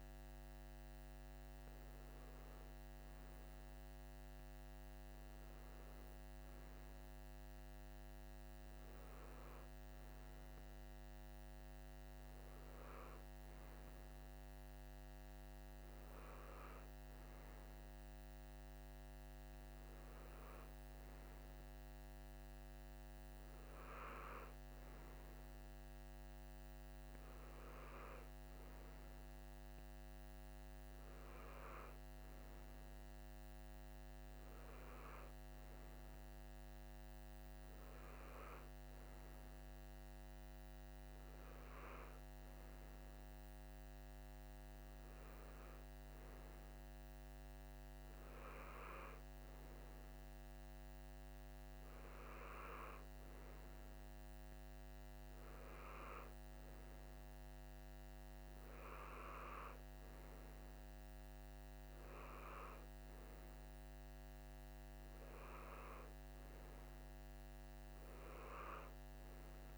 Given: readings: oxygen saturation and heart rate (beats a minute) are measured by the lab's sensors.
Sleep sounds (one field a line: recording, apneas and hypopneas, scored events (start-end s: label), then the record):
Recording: breathing in sleep by a microphone on the trachea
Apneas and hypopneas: none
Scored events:
none scored
From the record:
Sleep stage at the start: N3 (deep sleep)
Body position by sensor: on the right side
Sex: male